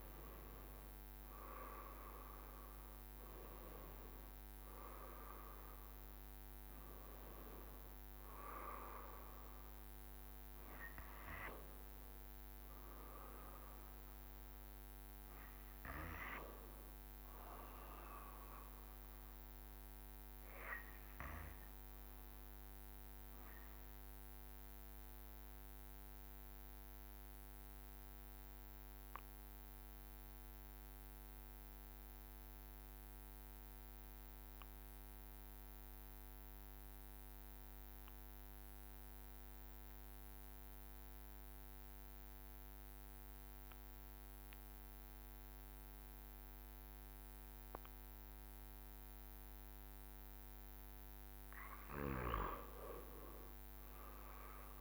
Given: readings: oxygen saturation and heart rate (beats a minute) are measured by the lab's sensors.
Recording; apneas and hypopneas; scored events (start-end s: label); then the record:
breathing in sleep by a microphone on the trachea; 1
0.00-10.00 s: drop in pulse transit time (device-marked, heart rate 73 extreme)
23.00-50.00 s: obstructive apnea (oxygen 97% before, 91% lowest, heart rate 72 before, 65 extreme, up 4 after)
40.00-54.81 s: oxygen desaturation (device-marked, oxygen 97% before, 91% lowest, heart rate 67 before, 65 extreme)
53.00-54.81 s: arousal
From the record:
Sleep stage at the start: N2 (light sleep); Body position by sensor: on the back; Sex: male